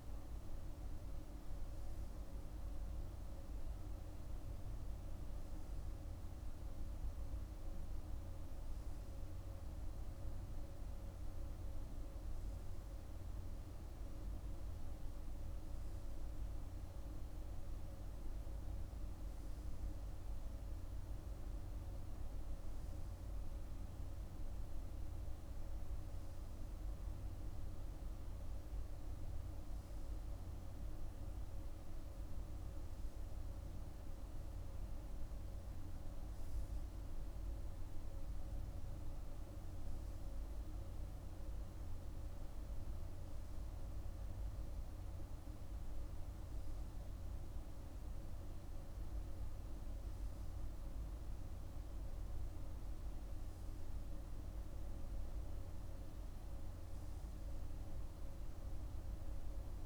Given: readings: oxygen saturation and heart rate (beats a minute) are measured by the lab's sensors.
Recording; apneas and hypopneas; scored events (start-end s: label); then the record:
breathing in sleep, hard to hear, by a room microphone; none
none scored
From the record:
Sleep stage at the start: N3 (deep sleep); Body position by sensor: on the right side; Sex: male